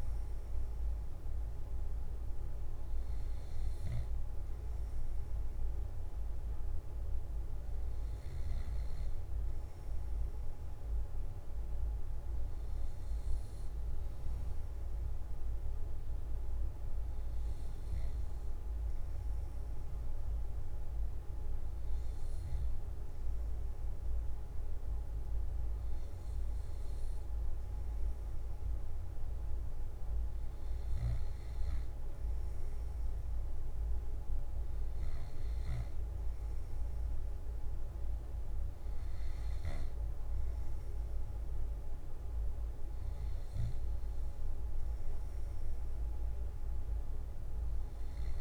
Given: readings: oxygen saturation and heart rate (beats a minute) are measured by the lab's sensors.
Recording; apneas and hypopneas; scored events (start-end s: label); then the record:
breathing in sleep, hard to hear, by a room microphone; none
none scored
From the record:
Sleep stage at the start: N2 (light sleep); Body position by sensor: on the left side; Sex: male